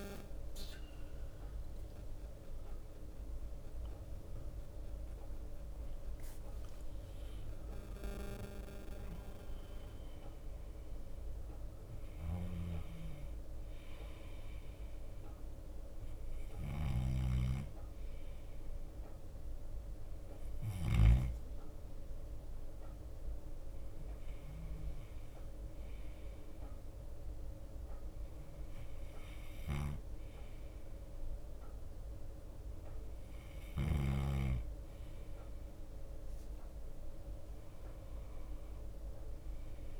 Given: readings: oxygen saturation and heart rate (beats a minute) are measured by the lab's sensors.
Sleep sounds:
breathing in sleep by a room microphone; none
0.00-40.00 s: bradycardia (device-marked)
5.00-9.00 s: arousal
From the record:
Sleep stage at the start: N2 (light sleep); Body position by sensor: on the back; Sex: male

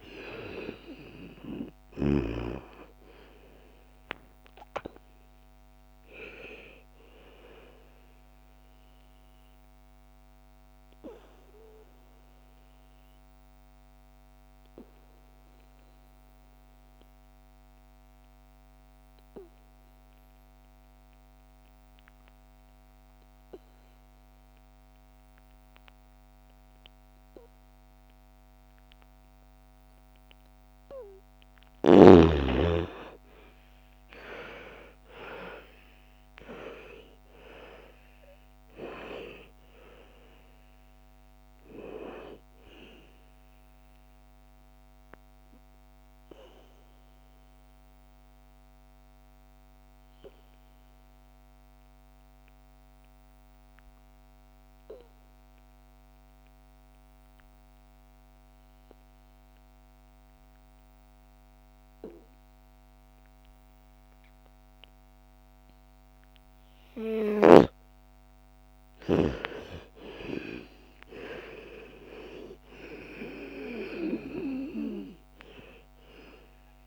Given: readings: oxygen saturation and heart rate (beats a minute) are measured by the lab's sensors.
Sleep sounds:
breathing in sleep by a microphone on the trachea; 2
0.00-2.00 s: arousal
0.00-2.00 s: snoring (device-marked)
0.00-15.00 s: oxygen desaturation (device-marked, oxygen 84% lowest, heart rate 54 extreme)
9.00-30.00 s: obstructive apnea (oxygen 99% before, 81% lowest, heart rate 64 before, 54 extreme, up 15 after)
29.00-52.00 s: oxygen desaturation (device-marked, oxygen 98% before, 82% lowest, heart rate 58 before, 54 extreme)
32.00-37.00 s: arousal
43.00-66.50 s: obstructive apnea (oxygen 98% before, 81% lowest, heart rate 62 before, 54 extreme, up 14 after)
69.00-72.50 s: arousal
69.00-76.87 s: oxygen desaturation (device-marked, oxygen 99% before, 81% lowest, heart rate 55 before, 56 extreme)
From the record:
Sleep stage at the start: N2 (light sleep); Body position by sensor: on the back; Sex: female

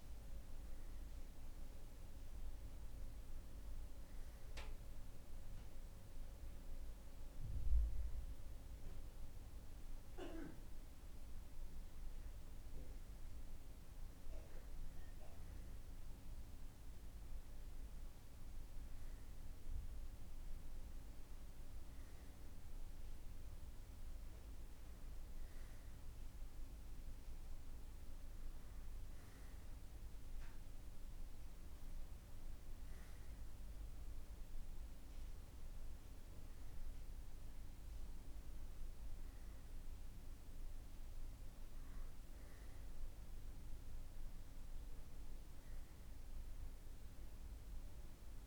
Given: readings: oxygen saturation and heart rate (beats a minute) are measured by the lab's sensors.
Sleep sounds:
breathing in sleep, hard to hear, by a room microphone; none
none scored
From the record:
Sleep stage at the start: N2 (light sleep); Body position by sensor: on the right side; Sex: male

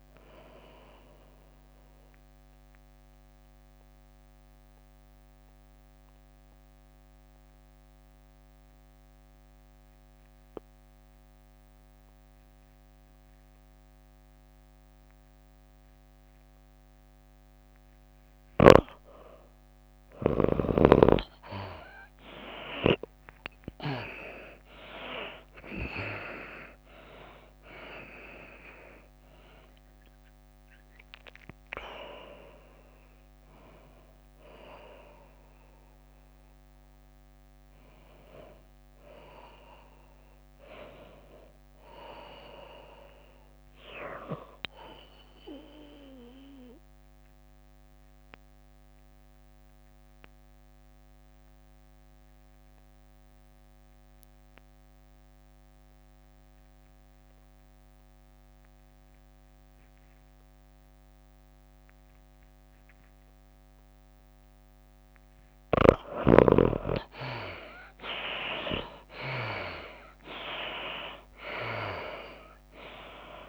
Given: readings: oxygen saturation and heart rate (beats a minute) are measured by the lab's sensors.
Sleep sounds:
breathing in sleep by a microphone on the trachea; 2
0.00-6.00 s: tachycardia (device-marked, heart rate 103 extreme)
0.00-13.00 s: oxygen desaturation (device-marked, oxygen 81% lowest, heart rate 92 extreme)
3.50-19.00 s: mixed apnea (oxygen 95% before, 78% lowest, heart rate 100 before, 92 extreme, up 8 after)
20.50-25.00 s: arousal
21.00-47.00 s: oxygen desaturation (device-marked, oxygen 95% before, 78% lowest, heart rate 98 before, 96 extreme)
25.00-52.00 s: tachycardia (device-marked, heart rate 106 before, 130 extreme)
26.00-40.00 s: drop in pulse transit time (device-marked, heart rate 96 before, 100 extreme)
45.00-47.00 s: long interval between heartbeats (device-marked, heart rate 103 before, 118 extreme)
48.00-65.50 s: mixed apnea (oxygen 95% before, 72% lowest, heart rate 106 before, 96 extreme)
54.00-63.00 s: tachycardia (device-marked, heart rate 106 before, 114 extreme)
58.00-60.00 s: long interval between heartbeats (device-marked, heart rate 110 before, 107 extreme)
60.00-62.00 s: long interval between heartbeats (device-marked, heart rate 110 before, 114 extreme)
64.00-66.00 s: long interval between heartbeats (device-marked, heart rate 113 before, 109 extreme)
65.00-73.49 s: oxygen desaturation (device-marked, oxygen 92% before, 75% lowest, heart rate 113 before, 97 extreme)
67.50-72.00 s: arousal
70.00-73.49 s: tachycardia (device-marked, heart rate 106 before, 143 extreme)
From the record:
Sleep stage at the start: N2 (light sleep); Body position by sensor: on the back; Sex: female

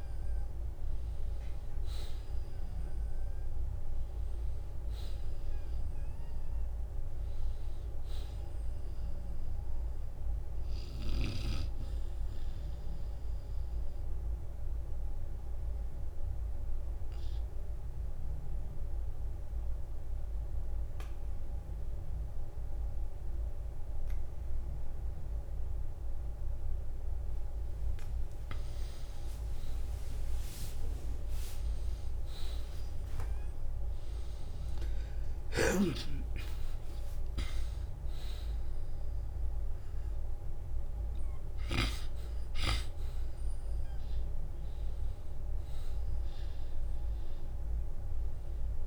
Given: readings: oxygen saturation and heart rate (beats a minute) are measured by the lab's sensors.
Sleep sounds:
breathing in sleep by a room microphone; 1
12.50-27.50 s: obstructive apnea (oxygen 95% before, 85% lowest, heart rate 61 before, 49 extreme, up 23 after)
13.00-27.00 s: oxygen desaturation (device-marked, oxygen 92% before, 85% lowest, heart rate 62 before, 49 extreme)
27.00-48.87 s: new sleep stage, N1 (lightest sleep)
31.50-37.50 s: arousal
From the record:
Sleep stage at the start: N2 (light sleep); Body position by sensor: on the back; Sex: male

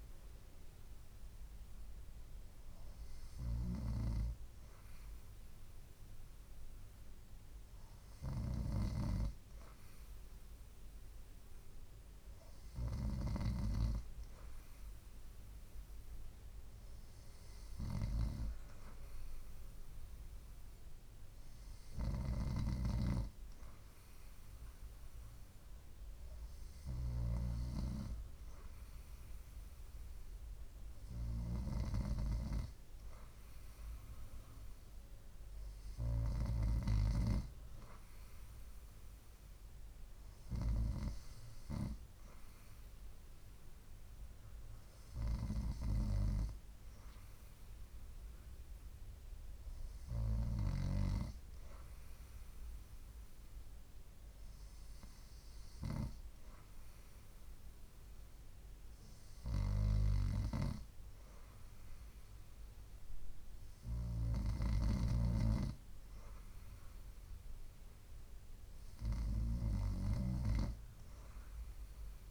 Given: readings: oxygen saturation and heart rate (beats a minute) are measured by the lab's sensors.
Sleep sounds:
breathing in sleep by a room microphone; none
none scored
From the record:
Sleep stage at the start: N2 (light sleep); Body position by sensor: on the right side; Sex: female

